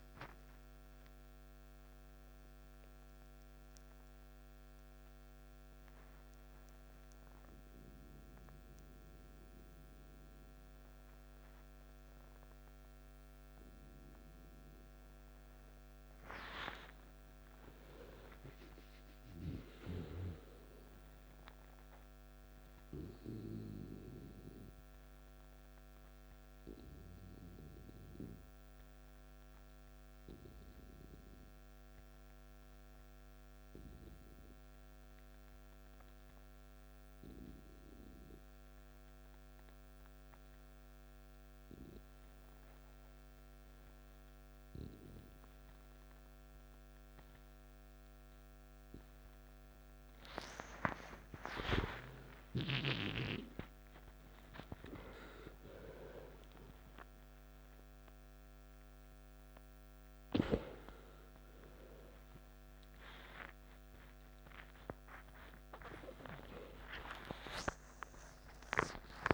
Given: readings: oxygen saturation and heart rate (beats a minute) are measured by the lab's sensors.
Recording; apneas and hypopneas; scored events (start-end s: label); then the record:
a person partly awake in a sleep study, by a microphone on the trachea; 2
6.00-17.00 s: central apnea (oxygen 93% before, 87% lowest, heart rate 65 before, 53 extreme, up 9 after)
7.00-15.00 s: oxygen desaturation (device-marked, oxygen 91% before, 87% lowest, heart rate 65 before, 53 extreme)
17.50-20.50 s: arousal
26.50-50.00 s: hypopnea (oxygen 99% before, 90% lowest, heart rate 56 before, 53 extreme, up 14 after)
48.00-67.00 s: oxygen desaturation (device-marked, oxygen 97% before, 91% lowest, heart rate 54 before, 57 extreme)
51.00-69.33 s: new sleep stage, awake
67.00-69.33 s: tachycardia (device-marked, heart rate 58 before, 109 extreme)
From the record:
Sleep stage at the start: N2 (light sleep); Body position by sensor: on the back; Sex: male